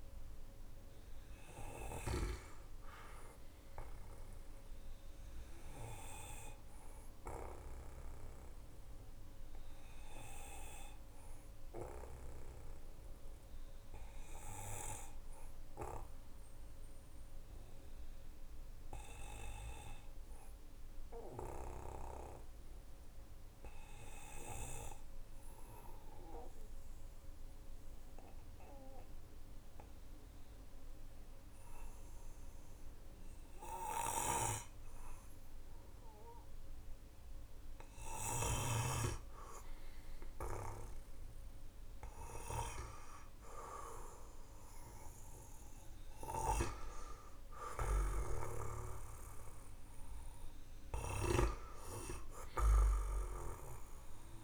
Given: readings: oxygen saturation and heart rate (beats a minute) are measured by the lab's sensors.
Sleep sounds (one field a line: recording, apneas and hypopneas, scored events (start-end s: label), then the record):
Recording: breathing in sleep by a room microphone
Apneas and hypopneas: 1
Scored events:
0.00-3.50 s: arousal
0.00-15.50 s: oxygen desaturation (device-marked, oxygen 94% lowest, heart rate 48 extreme)
6.00-37.50 s: obstructive apnea (oxygen 98% before, 94% lowest, heart rate 51 before, 45 extreme, up 7 after)
7.50-54.44 s: new sleep stage, N2 (light sleep)
38.50-44.00 s: arousal
47.00-54.44 s: snoring (device-marked)
From the record:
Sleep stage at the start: N1 (lightest sleep)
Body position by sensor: on the back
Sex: male